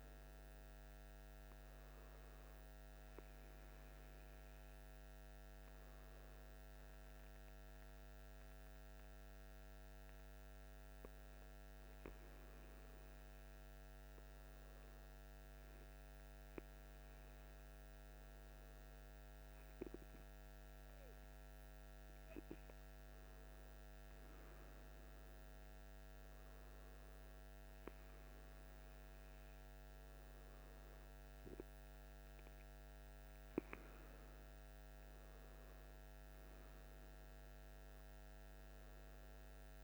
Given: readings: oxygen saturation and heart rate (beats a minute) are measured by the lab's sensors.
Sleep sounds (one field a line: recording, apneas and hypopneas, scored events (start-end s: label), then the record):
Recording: breathing in sleep, hard to hear, by a microphone on the trachea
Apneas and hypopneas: 1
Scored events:
6.00-19.50 s: hypopnea (oxygen 100% before, 97% lowest, heart rate 53 before, 53 extreme, up 4 after)
23.00-27.50 s: arousal
From the record:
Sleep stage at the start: N1 (lightest sleep)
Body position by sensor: on the back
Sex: male